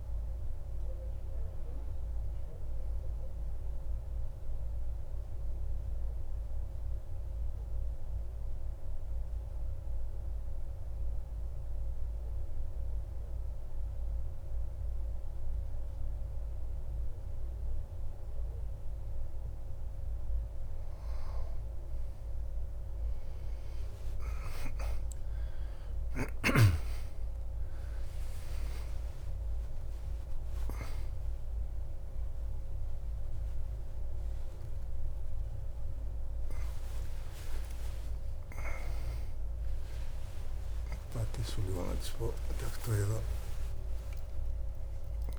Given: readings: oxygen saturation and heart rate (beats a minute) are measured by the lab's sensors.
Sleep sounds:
breathing in sleep by a room microphone; 1
7.00-19.00 s: mixed apnea (oxygen 97% before, 92% lowest)
25.00-29.50 s: arousal
26.00-45.39 s: oxygen desaturation (device-marked, oxygen 95% before, 92% lowest)
From the record:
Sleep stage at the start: N2 (light sleep); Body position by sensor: on the back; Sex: male

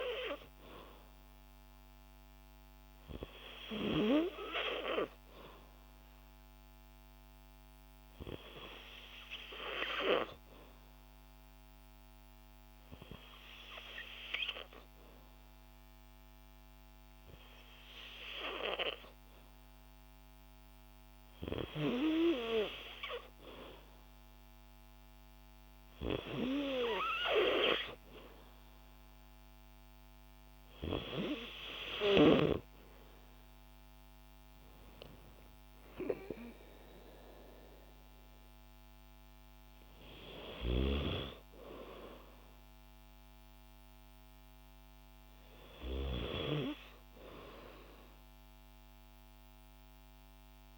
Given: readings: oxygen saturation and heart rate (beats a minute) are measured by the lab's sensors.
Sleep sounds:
breathing in sleep by a microphone on the trachea; none
none scored
From the record:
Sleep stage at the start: N2 (light sleep); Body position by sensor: on the back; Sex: female

